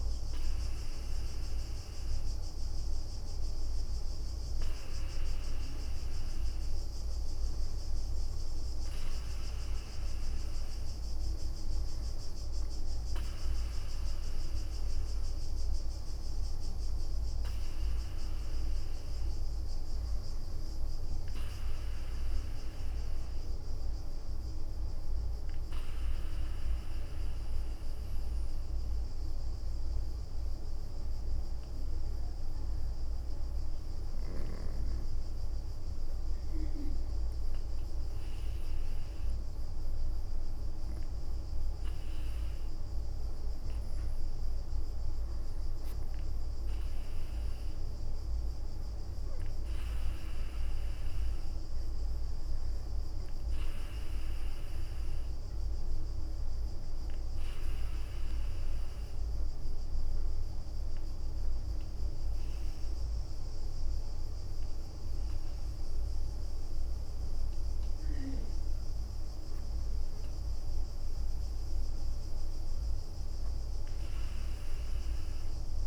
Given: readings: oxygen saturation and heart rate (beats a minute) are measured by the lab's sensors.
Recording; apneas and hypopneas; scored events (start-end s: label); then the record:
breathing in sleep, hard to hear, by a room microphone; 2
22.50-28.00 s: leg movement (device-marked)
23.50-34.00 s: obstructive apnea (oxygen 96% before, 93% lowest, heart rate 70 before, 63 extreme, up 3 after)
36.00-40.00 s: arousal
52.00-57.00 s: leg movement (device-marked)
56.00-67.00 s: hypopnea (oxygen 97% before, 93% lowest, heart rate 66 before, 64 extreme, up 6 after)
69.50-73.00 s: arousal
74.00-75.87 s: leg movement (device-marked)
From the record:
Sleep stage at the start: REM sleep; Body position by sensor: on the right side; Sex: female